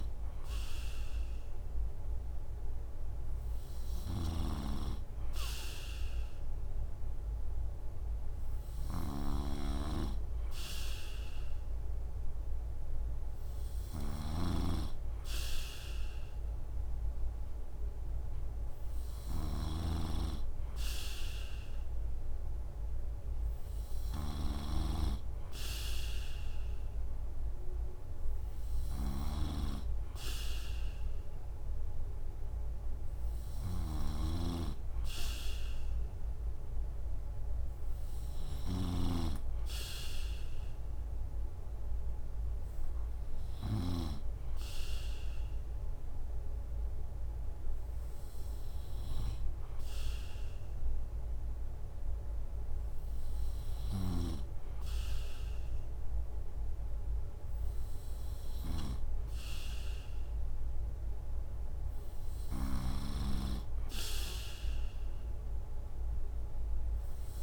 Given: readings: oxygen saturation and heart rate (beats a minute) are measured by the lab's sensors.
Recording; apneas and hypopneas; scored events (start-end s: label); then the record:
breathing in sleep by a room microphone; none
3.50-44.00 s: snoring (device-marked)
62.50-67.43 s: snoring (device-marked)
From the record:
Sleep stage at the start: N2 (light sleep); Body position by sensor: on the right side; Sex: male